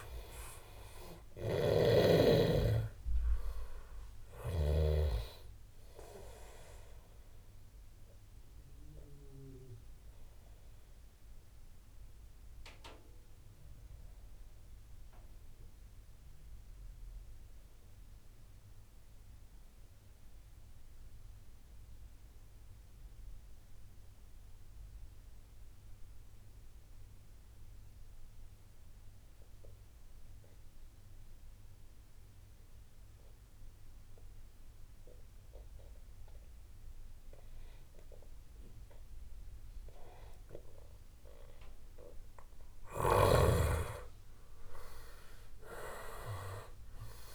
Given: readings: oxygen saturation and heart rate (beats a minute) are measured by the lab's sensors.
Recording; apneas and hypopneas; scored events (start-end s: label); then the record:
breathing in sleep by a room microphone; 1
0.00-5.00 s: snoring (device-marked)
0.00-24.50 s: oxygen desaturation (device-marked, oxygen 88% lowest)
8.50-41.00 s: obstructive apnea (oxygen 97% before, 88% lowest)
40.50-47.34 s: oxygen desaturation (device-marked, oxygen 96% before, 89% lowest)
43.00-46.00 s: arousal
From the record:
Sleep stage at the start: N2 (light sleep); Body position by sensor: on the back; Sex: male